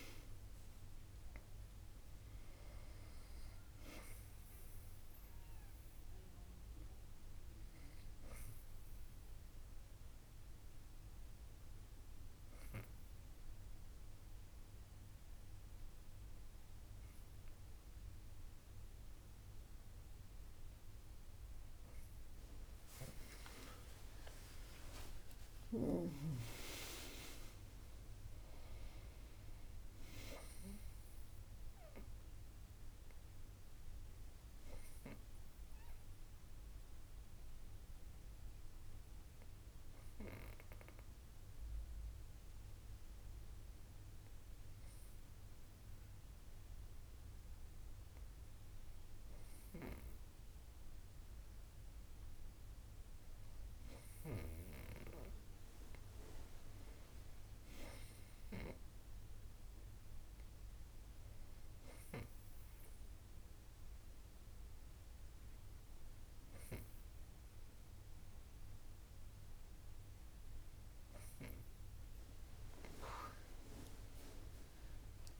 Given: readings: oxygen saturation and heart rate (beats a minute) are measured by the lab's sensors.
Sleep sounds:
breathing in sleep by a room microphone; 3
0.00-1.50 s: arousal
0.00-25.50 s: oxygen desaturation (device-marked, oxygen 95% lowest, heart rate 59 extreme)
8.00-21.50 s: hypopnea (oxygen 99% before, 95% lowest, heart rate 67 before, 59 extreme)
24.00-28.00 s: arousal
36.00-49.50 s: hypopnea (oxygen 98% before, 96% lowest, heart rate 88 before, 59 extreme, up 6 after)
52.00-54.50 s: arousal
58.50-71.00 s: hypopnea (oxygen 99% before, 96% lowest, heart rate 62 before, 59 extreme, up 12 after)
73.50-75.40 s: arousal
From the record:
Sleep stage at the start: N2 (light sleep); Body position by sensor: on the back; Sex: female

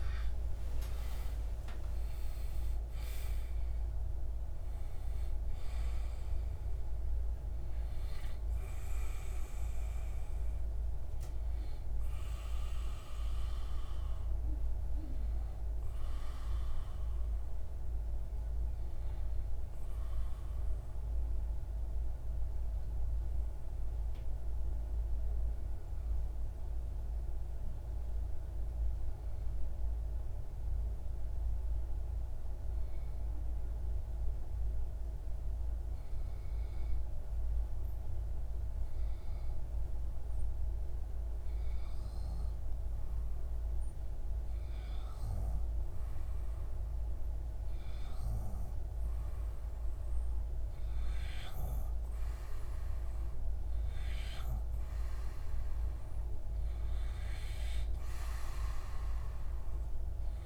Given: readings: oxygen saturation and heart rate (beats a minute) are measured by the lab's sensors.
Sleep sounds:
breathing in sleep, hard to hear, by a room microphone; 1
0.00-26.00 s: oxygen desaturation (device-marked, oxygen 93% lowest)
22.00-38.00 s: obstructive apnea (oxygen 95% before, 93% lowest)
40.50-44.00 s: arousal
47.00-60.46 s: oxygen desaturation (device-marked, oxygen 97% before, 93% lowest)
From the record:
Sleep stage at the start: N2 (light sleep); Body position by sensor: on the back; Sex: male

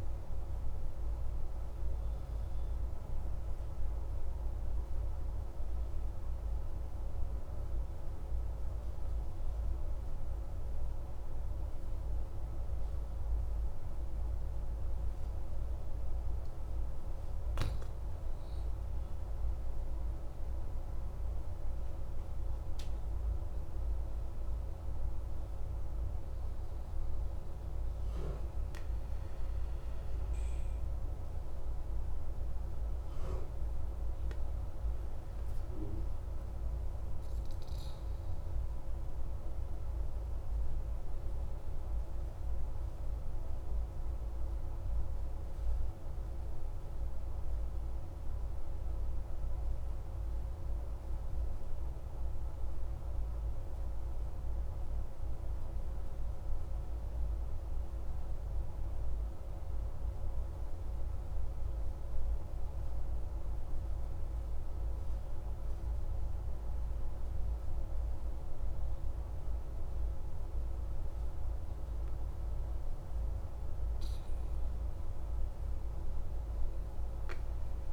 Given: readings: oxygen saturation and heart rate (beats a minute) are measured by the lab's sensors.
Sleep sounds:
breathing in sleep, hard to hear, by a room microphone; 2
2.00-16.00 s: obstructive apnea (oxygen 98% before, 94% lowest)
18.50-24.50 s: arousal
41.00-73.00 s: obstructive apnea (oxygen 96% before, 93% lowest)
74.50-77.93 s: arousal
From the record:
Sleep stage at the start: N2 (light sleep); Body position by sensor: on the back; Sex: male

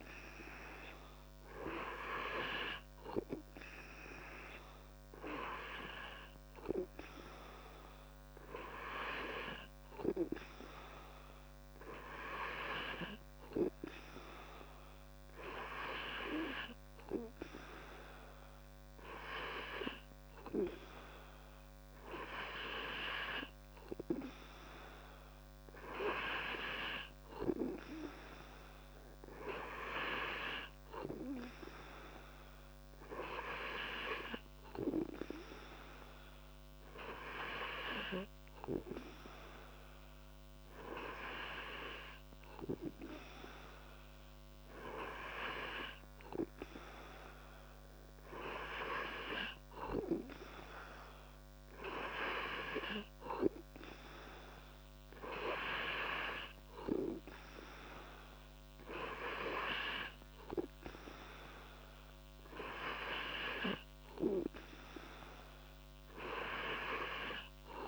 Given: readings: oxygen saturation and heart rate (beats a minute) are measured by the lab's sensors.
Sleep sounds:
breathing in sleep by a microphone on the trachea; none
none scored
From the record:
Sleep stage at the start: N2 (light sleep); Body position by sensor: on the back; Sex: male

